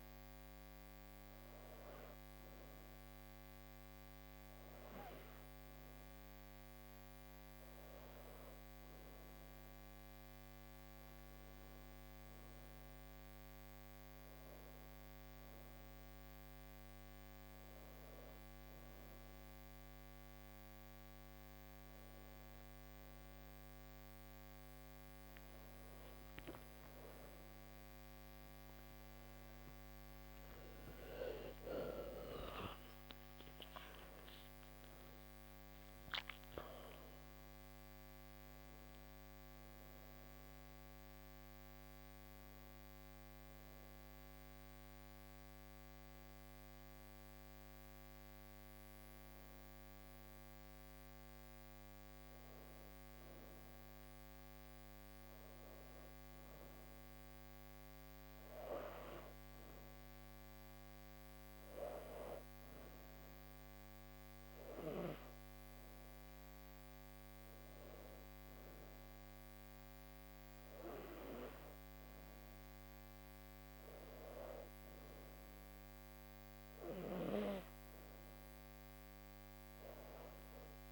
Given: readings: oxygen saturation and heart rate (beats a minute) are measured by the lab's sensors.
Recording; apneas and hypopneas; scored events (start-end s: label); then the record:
breathing in sleep by a microphone on the trachea; none
0.00-10.00 s: oxygen desaturation (device-marked, oxygen 89% lowest, heart rate 78 extreme)
30.50-35.00 s: arousal
From the record:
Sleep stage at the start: N2 (light sleep); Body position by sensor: on the back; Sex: female